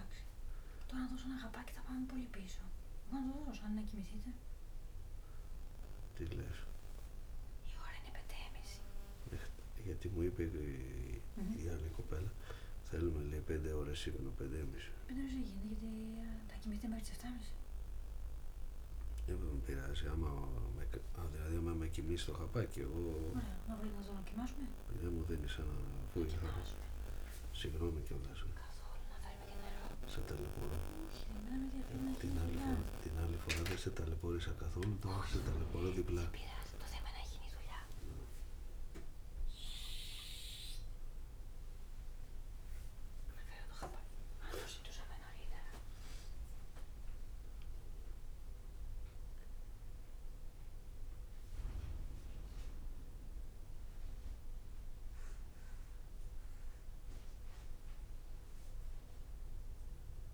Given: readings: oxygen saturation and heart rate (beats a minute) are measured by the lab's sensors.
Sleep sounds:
a person awake in a sleep study, by a room microphone; none
27.00-35.50 s: snoring (device-marked)
28.00-30.00 s: long interval between heartbeats (device-marked, heart rate 86 before, 90 extreme)
From the record:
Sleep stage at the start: awake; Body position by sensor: on the back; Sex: male

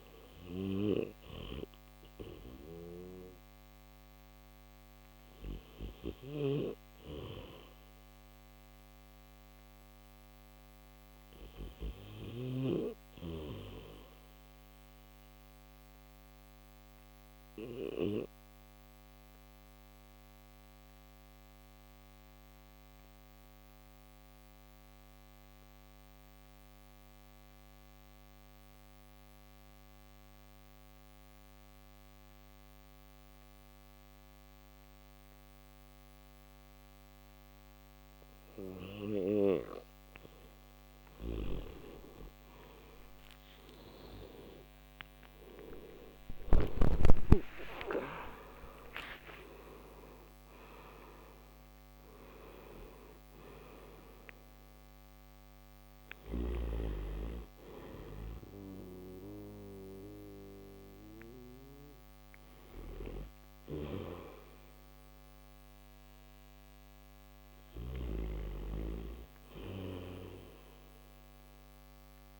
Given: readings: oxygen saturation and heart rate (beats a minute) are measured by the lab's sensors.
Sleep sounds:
breathing in sleep by a microphone on the trachea; none
5.50-11.50 s: snoring (device-marked)
37.00-71.00 s: oxygen desaturation (device-marked, oxygen 96% before, 88% lowest)
63.00-67.50 s: snoring (device-marked)
From the record:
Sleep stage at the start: N3 (deep sleep); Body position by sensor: on the back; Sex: male

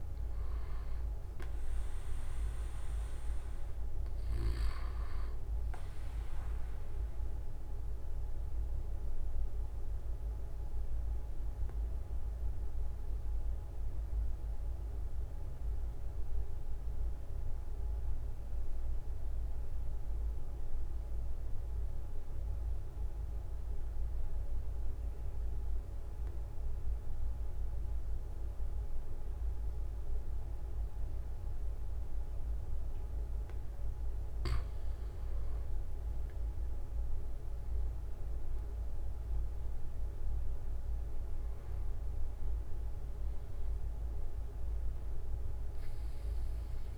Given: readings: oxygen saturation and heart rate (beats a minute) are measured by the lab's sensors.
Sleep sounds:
breathing in sleep, hard to hear, by a room microphone; 1
6.50-19.50 s: oxygen desaturation (device-marked, oxygen 95% before, 92% lowest)
7.50-33.00 s: obstructive apnea (oxygen 96% before, 90% lowest)
25.50-27.50 s: long interval between heartbeats (device-marked, heart rate 35 before, 46 extreme)
30.50-32.50 s: long interval between heartbeats (device-marked, heart rate 43 before, 36 extreme)
34.50-36.50 s: long interval between heartbeats (device-marked, heart rate 43 before, 37 extreme)
36.00-40.00 s: arousal
37.00-39.00 s: long interval between heartbeats (device-marked, heart rate 42 before, 29 extreme)
37.50-46.98 s: oxygen desaturation (device-marked, oxygen 96% before, 90% lowest)
From the record:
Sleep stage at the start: N2 (light sleep); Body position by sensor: on the right side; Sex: male

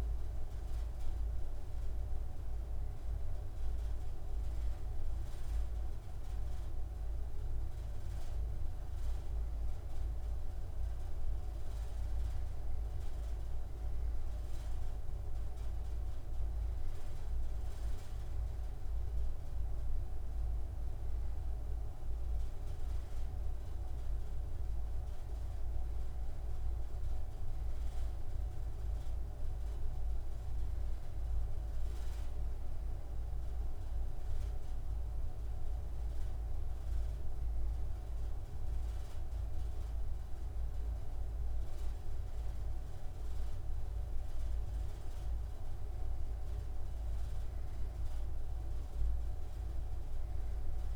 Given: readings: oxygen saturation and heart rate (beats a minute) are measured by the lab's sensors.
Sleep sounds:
breathing in sleep, hard to hear, by a room microphone; none
none scored
From the record:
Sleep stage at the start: N2 (light sleep); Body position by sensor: on the right side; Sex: male

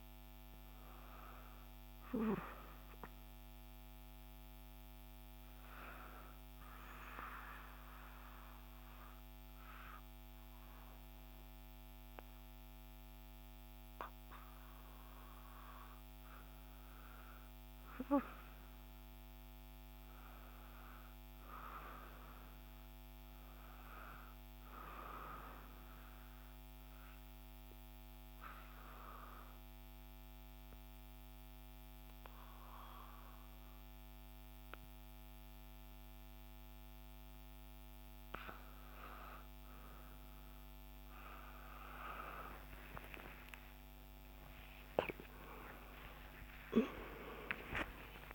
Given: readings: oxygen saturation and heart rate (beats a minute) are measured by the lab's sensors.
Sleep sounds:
breathing in sleep by a microphone on the trachea; 2
6.50-17.00 s: obstructive apnea (oxygen 97% before, 94% lowest, heart rate 69 before, 61 extreme, up 2 after)
19.00-22.50 s: arousal
26.50-37.50 s: obstructive apnea (oxygen 97% before, 94% lowest, heart rate 63 before, 61 extreme, up 16 after)
42.50-48.35 s: arousal
45.00-47.00 s: long interval between heartbeats (device-marked, heart rate 63 before, 77 extreme)
46.50-48.35 s: tachycardia (device-marked, heart rate 63 before, 96 extreme)
From the record:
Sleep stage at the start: N2 (light sleep); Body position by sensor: on the right side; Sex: female

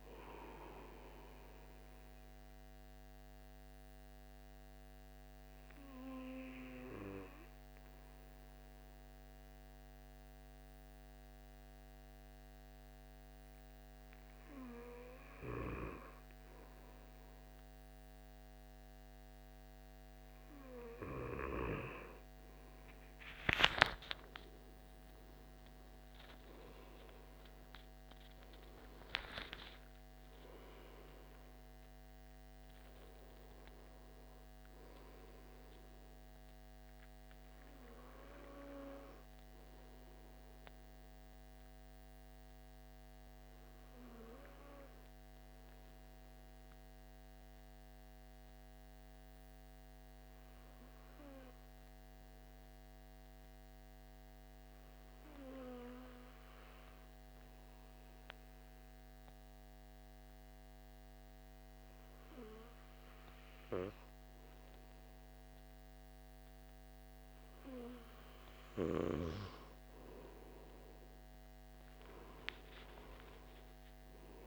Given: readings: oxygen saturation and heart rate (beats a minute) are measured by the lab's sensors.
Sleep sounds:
breathing in sleep by a microphone on the trachea; 2
0.00-8.50 s: oxygen desaturation (device-marked, oxygen 91% lowest, heart rate 69 extreme)
1.50-21.00 s: obstructive apnea (oxygen 96% before, 92% lowest, heart rate 75 before, 49 extreme, up 41 after)
23.50-28.50 s: arousal
26.50-45.50 s: oxygen desaturation (device-marked, oxygen 98% before, 94% lowest, heart rate 73 before, 49 extreme)
42.50-67.00 s: obstructive apnea (oxygen 98% before, 91% lowest, heart rate 81 before, 65 extreme, up 21 after)
67.50-74.47 s: oxygen desaturation (device-marked, oxygen 97% before, 91% lowest, heart rate 70 before, 67 extreme)
From the record:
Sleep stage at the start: N2 (light sleep); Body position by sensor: on the back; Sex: male

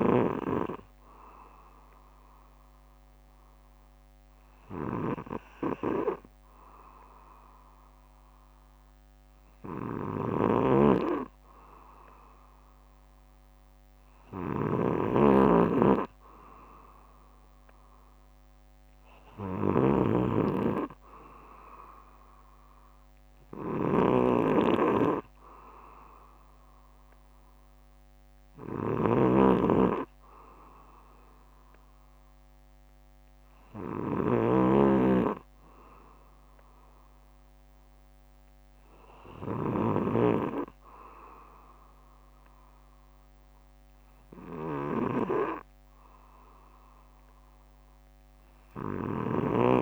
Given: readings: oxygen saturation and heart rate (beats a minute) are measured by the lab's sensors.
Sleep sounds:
breathing in sleep by a microphone on the trachea; none
10.00-29.50 s: snoring (device-marked)
18.50-20.50 s: bradycardia (device-marked, heart rate 61 before, 59 extreme)
40.50-42.50 s: bradycardia (device-marked, heart rate 61 before, 63 extreme)
From the record:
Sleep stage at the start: N2 (light sleep); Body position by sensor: on the back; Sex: male

